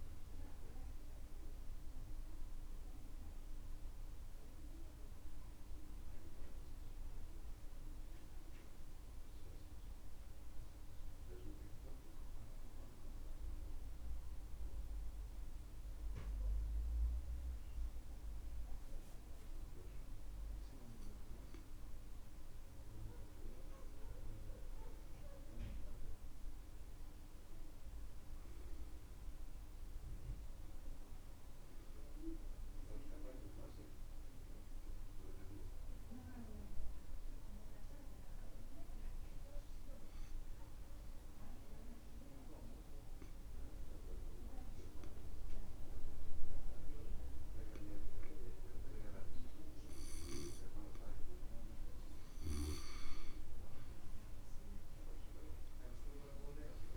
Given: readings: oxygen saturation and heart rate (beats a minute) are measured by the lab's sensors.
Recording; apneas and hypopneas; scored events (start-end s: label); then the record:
breathing in sleep by a room microphone; 2
0.00-15.50 s: oxygen desaturation (device-marked, oxygen 90% lowest, heart rate 64 extreme)
9.50-22.50 s: obstructive apnea (oxygen 95% before, 90% lowest, heart rate 71 before, 63 extreme, up 7 after)
25.00-28.50 s: arousal
37.00-52.00 s: obstructive apnea (oxygen 97% before, 91% lowest, heart rate 69 before, 61 extreme, up 8 after)
37.50-54.50 s: oxygen desaturation (device-marked, oxygen 96% before, 92% lowest, heart rate 69 before, 61 extreme)
55.00-56.97 s: arousal
From the record:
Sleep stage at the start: N2 (light sleep); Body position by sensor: on the back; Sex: male